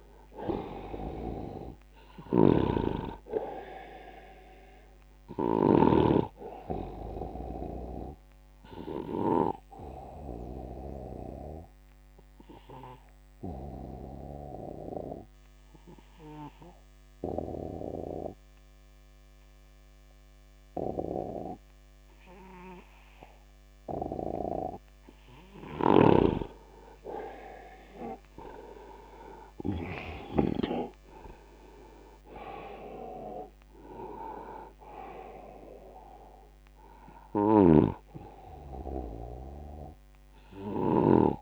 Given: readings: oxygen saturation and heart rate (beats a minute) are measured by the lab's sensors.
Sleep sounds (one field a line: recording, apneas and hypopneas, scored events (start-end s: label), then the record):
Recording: breathing in sleep by a microphone on the trachea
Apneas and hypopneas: 1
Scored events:
0.00-5.50 s: snoring (device-marked)
3.00-20.00 s: oxygen desaturation (device-marked, oxygen 98% before, 90% lowest, heart rate 76 before, 69 extreme)
11.00-26.00 s: obstructive apnea (oxygen 98% before, 87% lowest, heart rate 80 before, 69 extreme, up 3 after)
25.50-30.50 s: snoring (device-marked)
31.00-41.42 s: oxygen desaturation (device-marked, oxygen 98% before, 89% lowest, heart rate 78 before, 75 extreme)
32.50-37.00 s: arousal
37.00-41.00 s: snoring (device-marked)
From the record:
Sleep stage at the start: N2 (light sleep)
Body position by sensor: on the back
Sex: male